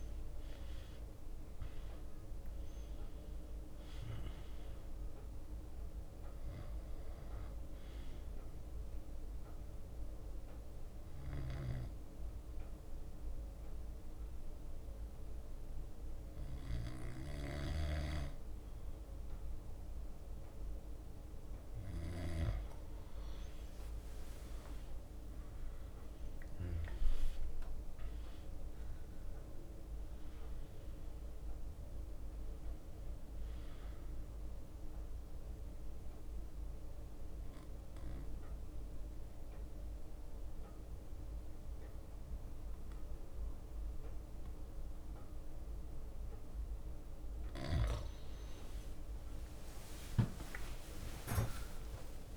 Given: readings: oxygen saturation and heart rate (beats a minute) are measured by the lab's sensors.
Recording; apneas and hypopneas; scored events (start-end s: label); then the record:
breathing in sleep by a room microphone; 2
0.00-2.00 s: arousal
0.00-2.00 s: drop in pulse transit time (device-marked, heart rate 57 extreme)
0.00-2.00 s: leg movement (device-marked)
8.00-22.00 s: bradycardia (device-marked, heart rate 60 before, 56 extreme)
10.00-22.50 s: hypopnea (oxygen 96% before, 94% lowest, heart rate 61 before, 55 extreme, up 20 after)
16.00-29.00 s: drop in pulse transit time (device-marked, heart rate 61 before, 56 extreme)
24.00-29.00 s: arousal
24.50-26.50 s: leg movement (device-marked)
27.00-29.00 s: long interval between heartbeats (device-marked, heart rate 58 before, 71 extreme)
27.00-45.00 s: oxygen desaturation (device-marked, oxygen 97% before, 94% lowest, heart rate 58 before, 55 extreme)
34.00-47.00 s: bradycardia (device-marked, heart rate 60 before, 55 extreme)
35.50-48.00 s: mixed apnea (oxygen 97% before, 94% lowest, heart rate 64 before, 55 extreme, up 57 after)
43.00-52.37 s: drop in pulse transit time (device-marked, heart rate 64 before, 56 extreme)
48.00-52.37 s: leg movement (device-marked)
48.00-52.37 s: tachycardia (device-marked, heart rate 60 before, 108 extreme)
49.50-52.37 s: arousal
50.50-52.37 s: long interval between heartbeats (device-marked, heart rate 61 before, 73 extreme)
From the record:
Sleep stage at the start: N2 (light sleep); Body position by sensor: on the back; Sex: male